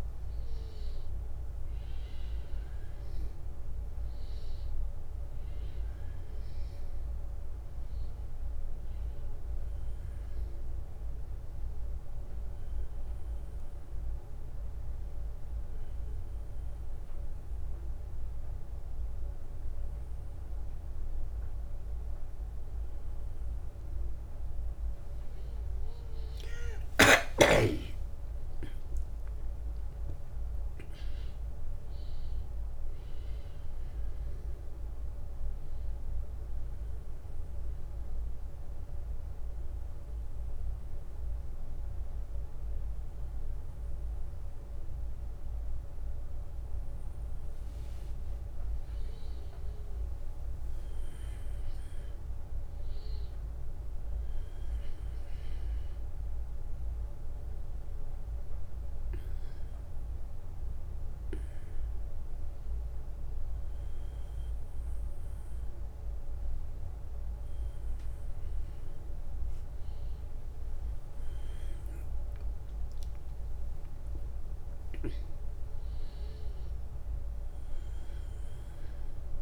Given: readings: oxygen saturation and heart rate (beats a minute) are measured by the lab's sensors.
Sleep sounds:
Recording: a person awake in a sleep study, hard to hear, by a room microphone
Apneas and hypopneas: none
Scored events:
none scored
From the record:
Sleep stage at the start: awake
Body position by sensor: on the back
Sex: male

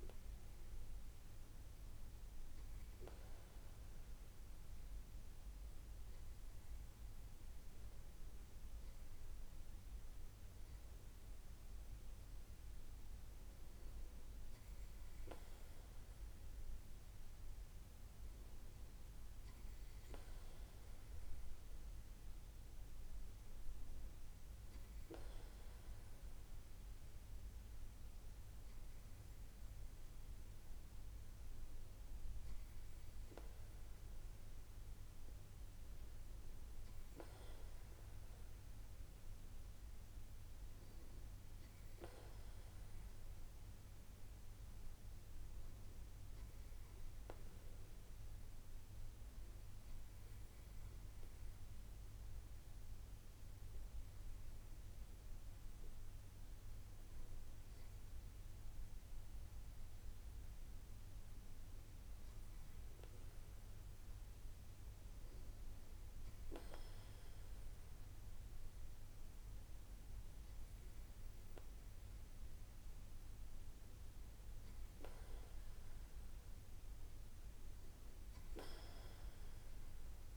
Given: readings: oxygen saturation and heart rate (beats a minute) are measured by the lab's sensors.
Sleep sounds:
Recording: breathing in sleep, hard to hear, by a room microphone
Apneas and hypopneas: none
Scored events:
none scored
From the record:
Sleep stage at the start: REM sleep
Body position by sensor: on the right side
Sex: male

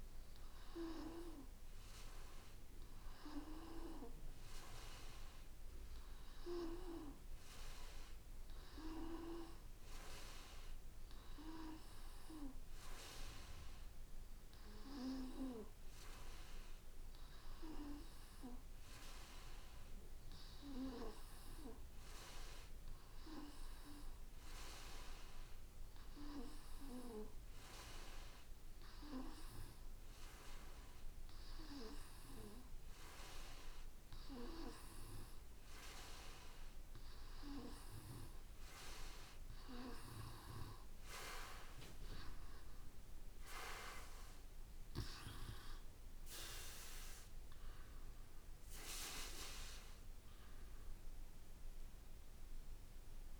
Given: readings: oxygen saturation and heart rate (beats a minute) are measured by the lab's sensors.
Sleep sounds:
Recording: breathing in sleep by a room microphone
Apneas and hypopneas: 1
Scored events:
9.50-11.50 s: long interval between heartbeats (device-marked, heart rate 57 before, 65 extreme)
14.50-16.50 s: long interval between heartbeats (device-marked, heart rate 59 before, 67 extreme)
17.50-35.00 s: hypopnea (oxygen 93% before, 91% lowest, heart rate 61 before, 57 extreme, up 22 after)
36.50-40.50 s: arousal
42.50-44.50 s: long interval between heartbeats (device-marked, heart rate 61 before, 79 extreme)
From the record:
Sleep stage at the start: N2 (light sleep)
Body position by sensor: on the back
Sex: male

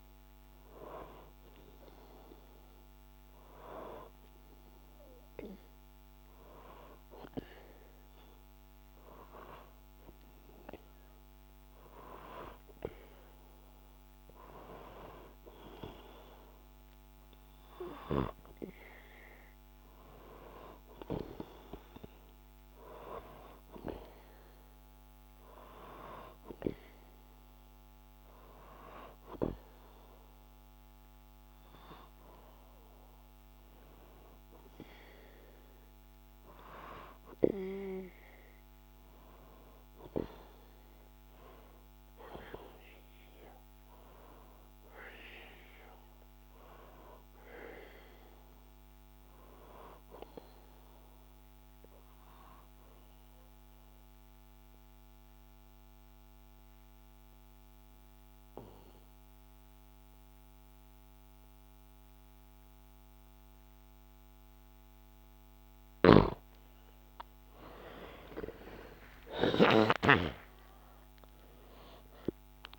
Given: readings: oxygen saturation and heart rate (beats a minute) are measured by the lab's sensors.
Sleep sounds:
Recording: breathing in sleep by a microphone on the trachea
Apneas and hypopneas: 2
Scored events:
1.50-12.00 s: hypopnea (oxygen 96% before, 92% lowest, heart rate 64 before, 60 extreme, up 0 after)
15.00-20.50 s: arousal
50.50-66.00 s: obstructive apnea (oxygen 95% before, 92% lowest, heart rate 63 before, 58 extreme, up 5 after)
67.50-72.50 s: arousal
From the record:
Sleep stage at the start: N2 (light sleep)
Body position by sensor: on the back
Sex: male

